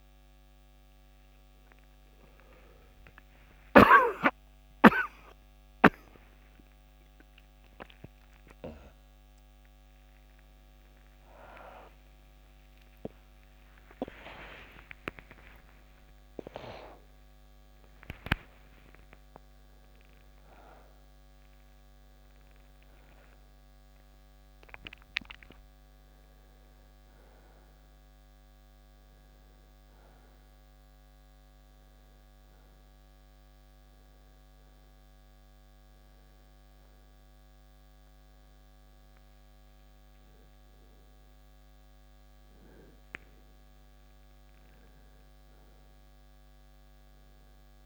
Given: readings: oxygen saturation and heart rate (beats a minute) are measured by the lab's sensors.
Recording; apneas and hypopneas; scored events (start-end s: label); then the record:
a person awake in a sleep study, by a microphone on the trachea; none
0.00-20.00 s: oxygen desaturation (device-marked, oxygen 82% lowest, heart rate 63 extreme)
41.00-47.86 s: new sleep stage, N1 (lightest sleep)
From the record:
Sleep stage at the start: awake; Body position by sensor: on the right side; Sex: male